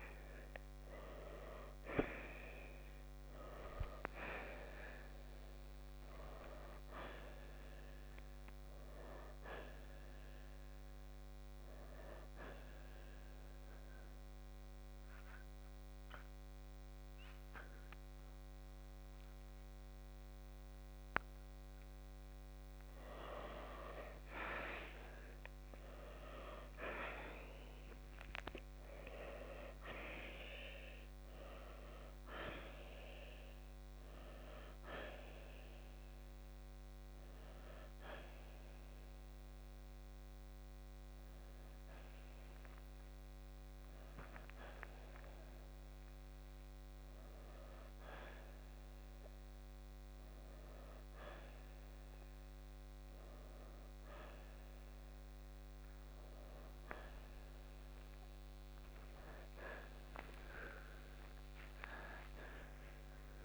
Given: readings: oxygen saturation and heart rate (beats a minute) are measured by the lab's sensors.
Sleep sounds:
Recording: a person awake in a sleep study, by a microphone on the trachea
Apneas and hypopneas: 1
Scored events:
0.00-4.50 s: arousal
7.50-25.50 s: oxygen desaturation (device-marked, oxygen 91% before, 86% lowest, heart rate 66 before, 62 extreme)
12.50-22.50 s: mixed apnea (oxygen 93% before, 85% lowest, heart rate 69 before, 62 extreme, up 7 after)
22.50-63.45 s: new sleep stage, awake
39.50-55.50 s: oxygen desaturation (device-marked, oxygen 94% before, 85% lowest, heart rate 68 before, 53 extreme)
From the record:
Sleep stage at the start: N2 (light sleep)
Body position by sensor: on the right side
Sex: male

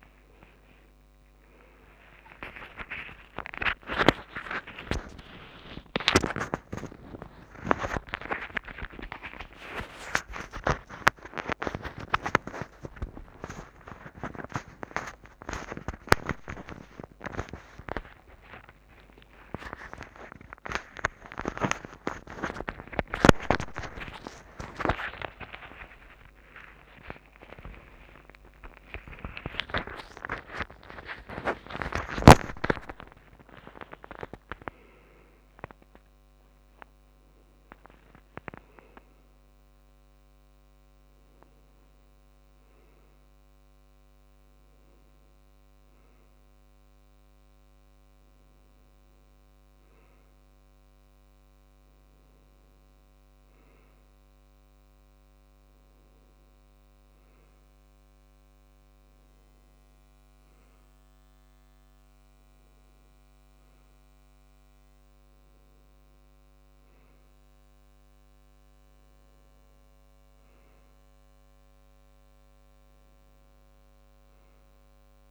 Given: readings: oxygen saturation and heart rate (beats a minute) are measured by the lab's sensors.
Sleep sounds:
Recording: a person awake in a sleep study, by a microphone on the trachea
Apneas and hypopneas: none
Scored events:
5.00-9.00 s: snoring (device-marked)
18.00-21.50 s: snoring (device-marked)
From the record:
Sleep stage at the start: awake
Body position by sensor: on the back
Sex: male

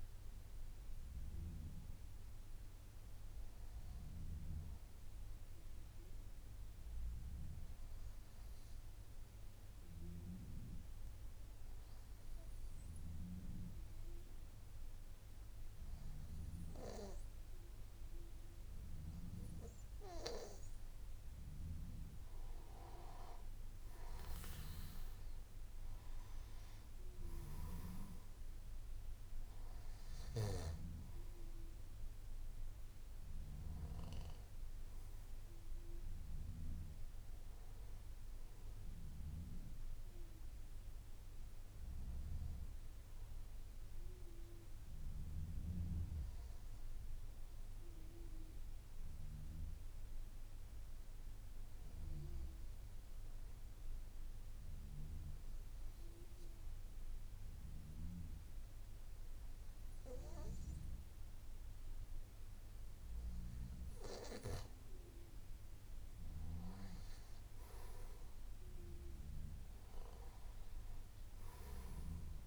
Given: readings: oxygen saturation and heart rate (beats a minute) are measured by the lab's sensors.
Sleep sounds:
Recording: breathing in sleep by a room microphone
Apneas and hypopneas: 2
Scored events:
6.50-20.00 s: obstructive apnea (oxygen 96% before, 92% lowest, heart rate 56 before, 52 extreme, up 6 after)
29.00-50.00 s: oxygen desaturation (device-marked, oxygen 97% before, 92% lowest, heart rate 57 before, 52 extreme)
52.50-64.00 s: obstructive apnea (oxygen 98% before, 92% lowest, heart rate 53 before, 52 extreme, up 3 after)
From the record:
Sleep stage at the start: N2 (light sleep)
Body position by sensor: on the back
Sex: male

